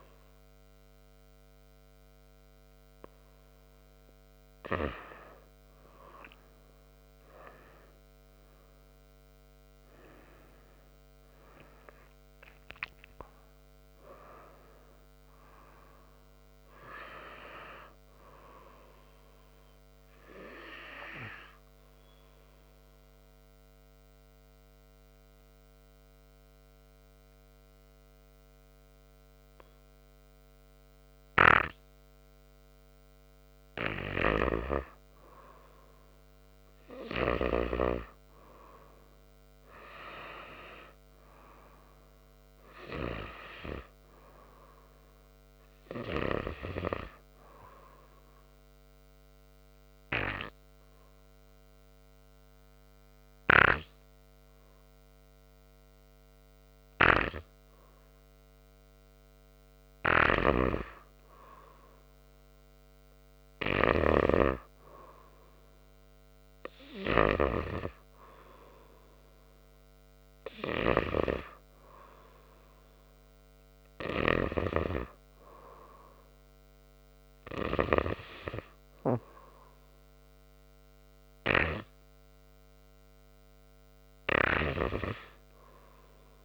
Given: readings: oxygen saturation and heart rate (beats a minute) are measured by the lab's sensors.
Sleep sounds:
breathing in sleep by a microphone on the trachea; 2
21.00-34.00 s: obstructive apnea (oxygen 99% before, 96% lowest, heart rate 84 before, 75 extreme)
36.00-39.50 s: arousal
49.50-61.00 s: obstructive apnea (oxygen 99% before, 96% lowest, heart rate 79 before, 77 extreme, up 0 after)
63.50-67.00 s: arousal
From the record:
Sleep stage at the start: N2 (light sleep); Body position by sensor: on the right side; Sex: male

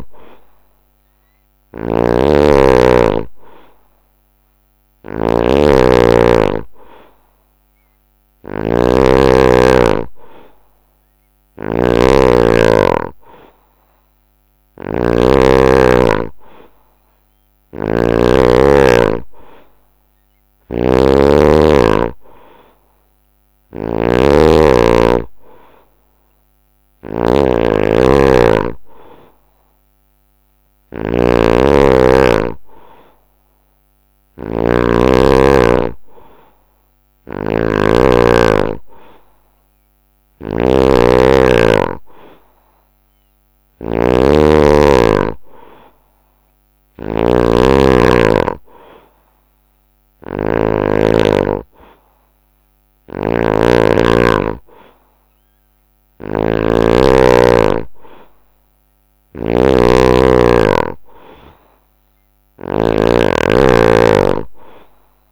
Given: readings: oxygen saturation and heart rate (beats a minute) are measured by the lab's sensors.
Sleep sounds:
breathing in sleep by a microphone on the trachea; none
0.00-34.50 s: snoring (device-marked)
36.50-65.32 s: snoring (device-marked)
From the record:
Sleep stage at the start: N2 (light sleep); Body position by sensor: on the right side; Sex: male

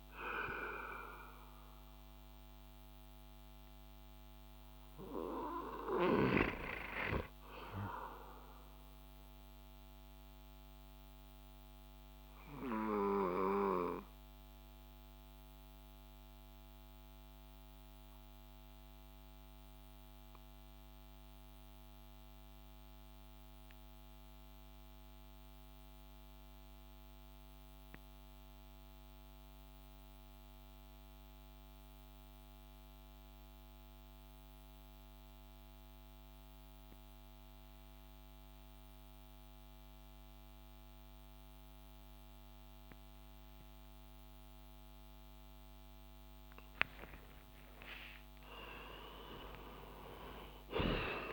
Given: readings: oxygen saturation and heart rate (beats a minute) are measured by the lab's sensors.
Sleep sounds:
breathing in sleep by a microphone on the trachea; 1
0.00-18.00 s: oxygen desaturation (device-marked, oxygen 88% lowest)
9.00-46.50 s: mixed apnea (oxygen 96% before, 88% lowest)
38.00-51.33 s: oxygen desaturation (device-marked, oxygen 98% before, 92% lowest)
47.00-51.00 s: arousal
50.00-51.33 s: snoring (device-marked)
From the record:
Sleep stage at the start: N2 (light sleep); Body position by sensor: on the back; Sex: male

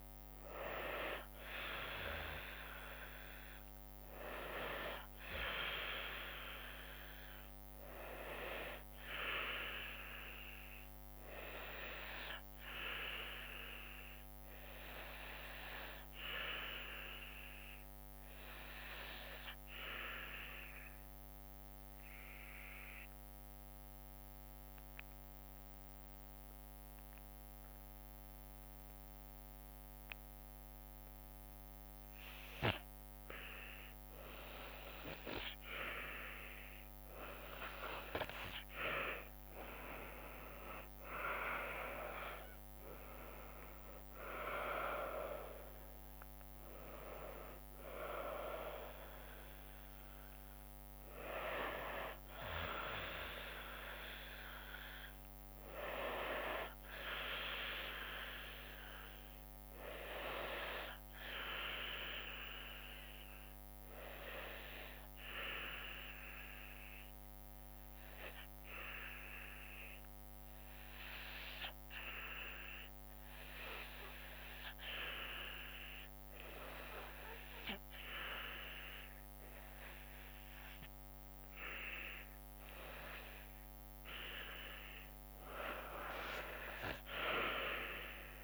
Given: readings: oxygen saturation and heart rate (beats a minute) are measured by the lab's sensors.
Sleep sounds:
breathing in sleep by a microphone on the trachea; 2
0.00-2.00 s: drop in pulse transit time (device-marked, heart rate 64 extreme)
0.00-10.00 s: oxygen desaturation (device-marked, oxygen 86% lowest, heart rate 52 extreme)
18.50-33.50 s: obstructive apnea (oxygen 98% before, 85% lowest, heart rate 66 before, 52 extreme, up 16 after)
27.00-60.00 s: oxygen desaturation (device-marked, oxygen 97% before, 85% lowest, heart rate 64 before, 56 extreme)
39.50-44.00 s: arousal
40.00-64.00 s: drop in pulse transit time (device-marked, heart rate 57 before, 66 extreme)
62.50-83.50 s: obstructive apnea (oxygen 98% before, 87% lowest, heart rate 72 before, 55 extreme, up 8 after)
80.00-88.44 s: oxygen desaturation (device-marked, oxygen 97% before, 87% lowest, heart rate 63 before, 56 extreme)
From the record:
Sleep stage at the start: REM sleep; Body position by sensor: on the back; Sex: female

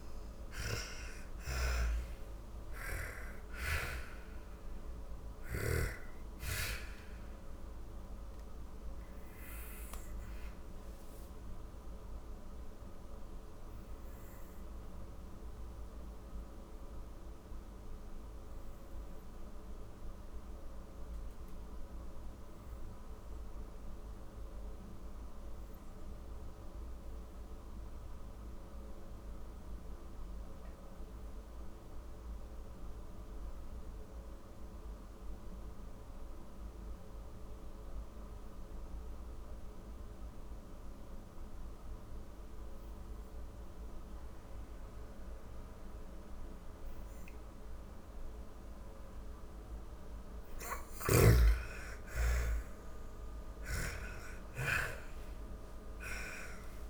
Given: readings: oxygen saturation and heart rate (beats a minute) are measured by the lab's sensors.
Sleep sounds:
breathing in sleep by a room microphone; 1
0.00-1.00 s: arousal
0.00-22.50 s: oxygen desaturation (device-marked, oxygen 77% lowest, heart rate 39 extreme)
7.50-48.00 s: obstructive apnea (oxygen 98% before, 77% lowest, heart rate 105 before, 38 extreme)
35.50-56.90 s: oxygen desaturation (device-marked, oxygen 99% before, 79% lowest, heart rate 49 before, 38 extreme)
51.00-56.00 s: arousal
From the record:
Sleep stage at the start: N2 (light sleep); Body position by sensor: on the back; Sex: female

